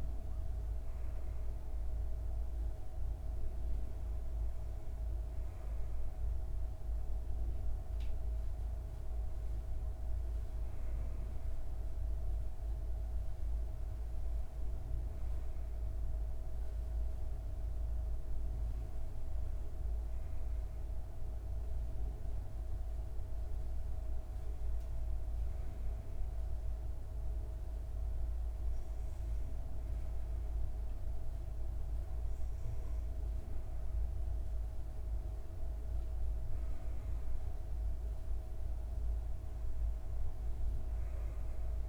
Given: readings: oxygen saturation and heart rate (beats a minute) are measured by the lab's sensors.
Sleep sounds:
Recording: breathing in sleep, hard to hear, by a room microphone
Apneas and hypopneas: none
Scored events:
none scored
From the record:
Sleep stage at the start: N2 (light sleep)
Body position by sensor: on the back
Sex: female

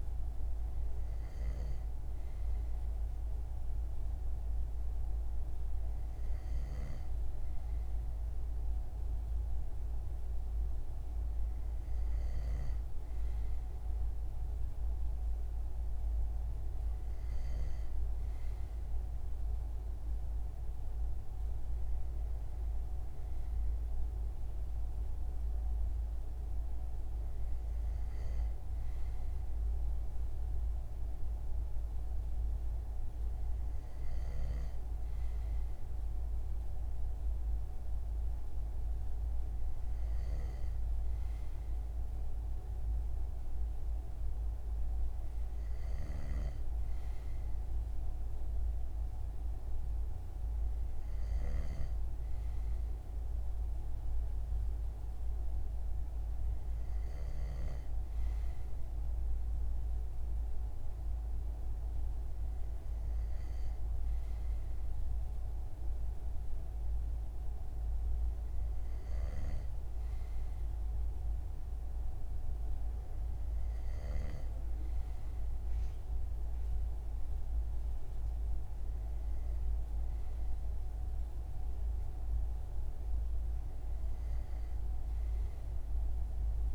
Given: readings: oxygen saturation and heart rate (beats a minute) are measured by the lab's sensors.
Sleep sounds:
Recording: breathing in sleep, hard to hear, by a room microphone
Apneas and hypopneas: none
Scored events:
6.00-12.00 s: snoring (device-marked)
33.50-57.00 s: snoring (device-marked)
68.50-74.00 s: snoring (device-marked)
From the record:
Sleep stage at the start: N2 (light sleep)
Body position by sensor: on the front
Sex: male

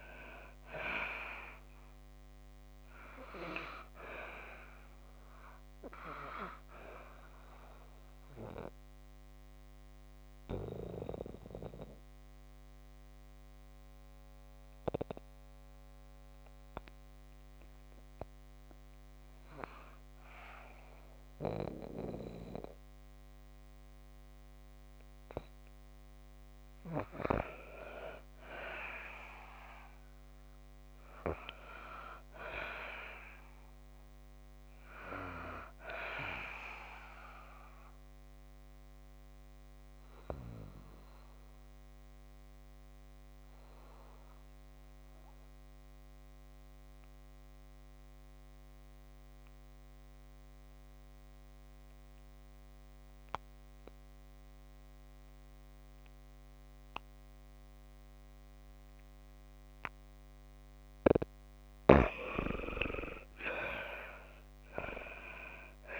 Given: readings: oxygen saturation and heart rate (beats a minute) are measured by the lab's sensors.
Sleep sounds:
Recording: breathing in sleep by a microphone on the trachea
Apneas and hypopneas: 2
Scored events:
0.00-29.50 s: oxygen desaturation (device-marked, oxygen 83% lowest, heart rate 54 extreme)
6.50-18.00 s: obstructive apnea (oxygen 98% before, 83% lowest, heart rate 64 before, 54 extreme, up 17 after)
22.00-26.00 s: arousal
38.00-60.00 s: obstructive apnea (oxygen 97% before, 83% lowest, heart rate 61 before, 55 extreme, up 11 after)
48.50-62.50 s: oxygen desaturation (device-marked, oxygen 97% before, 90% lowest, heart rate 56 before, 54 extreme)
64.00-66.00 s: arousal
From the record:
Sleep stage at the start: N2 (light sleep)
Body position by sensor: on the back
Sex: female

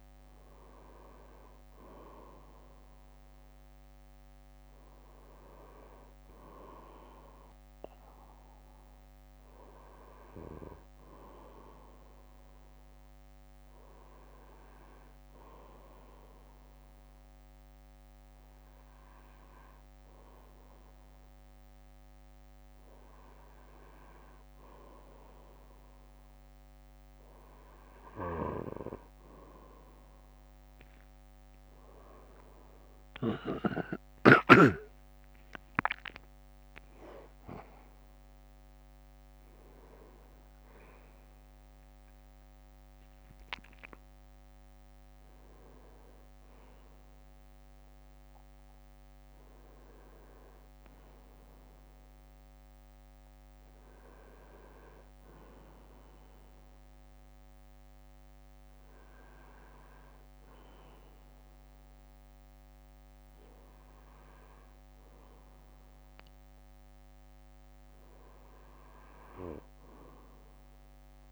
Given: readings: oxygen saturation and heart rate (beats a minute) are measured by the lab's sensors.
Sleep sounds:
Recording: breathing in sleep by a microphone on the trachea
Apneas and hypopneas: 2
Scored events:
7.50-11.00 s: arousal
13.00-24.00 s: hypopnea (oxygen 95% before, 93% lowest, heart rate 67 before, 59 extreme, up 7 after)
31.00-36.50 s: arousal
55.00-66.50 s: hypopnea (oxygen 95% before, 94% lowest, heart rate 67 before, 59 extreme, up 9 after)
From the record:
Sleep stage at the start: N2 (light sleep)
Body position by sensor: on the back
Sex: male

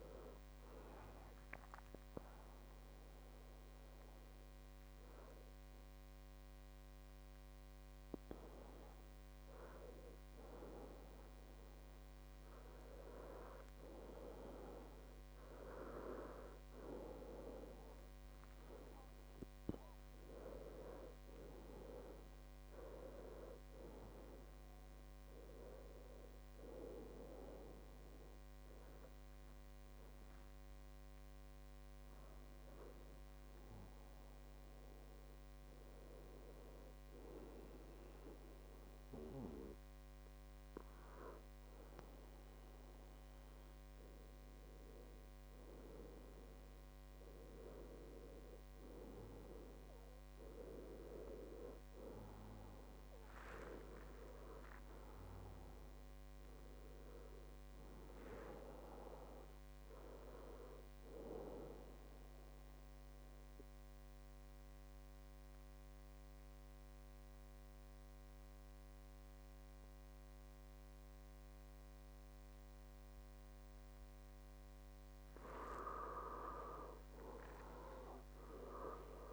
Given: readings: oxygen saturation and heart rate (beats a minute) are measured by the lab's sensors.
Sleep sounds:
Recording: breathing in sleep by a microphone on the trachea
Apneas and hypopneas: 2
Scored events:
0.00-13.00 s: oxygen desaturation (device-marked, oxygen 92% lowest, heart rate 72 extreme)
19.50-21.50 s: long interval between heartbeats (device-marked, heart rate 79 before, 98 extreme)
23.00-28.50 s: arousal
31.50-46.50 s: hypopnea (oxygen 99% before, 94% lowest, heart rate 85 before, 64 extreme, up 8 after)
36.00-38.00 s: long interval between heartbeats (device-marked, heart rate 83 before, 71 extreme)
53.50-59.00 s: arousal
62.00-74.50 s: obstructive apnea (oxygen 97% before, 94% lowest, heart rate 72 before, 64 extreme, up 16 after)
75.50-79.33 s: arousal
From the record:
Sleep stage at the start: N2 (light sleep)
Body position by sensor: on the back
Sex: male

